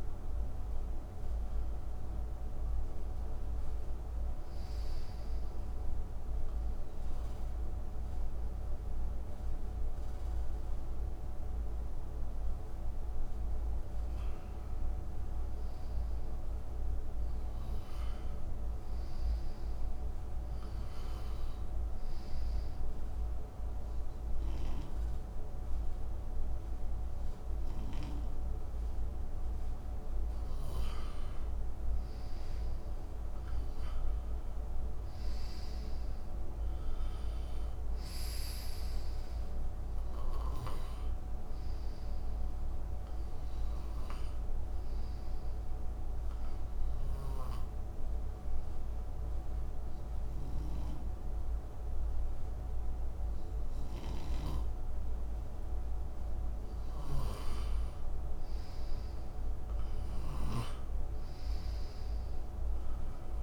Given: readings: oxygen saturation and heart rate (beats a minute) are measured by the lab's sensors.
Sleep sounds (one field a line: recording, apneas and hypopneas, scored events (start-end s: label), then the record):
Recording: breathing in sleep, hard to hear, by a room microphone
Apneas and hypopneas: none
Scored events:
50.50-60.50 s: snoring (device-marked)
From the record:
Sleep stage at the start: N2 (light sleep)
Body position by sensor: on the right side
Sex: male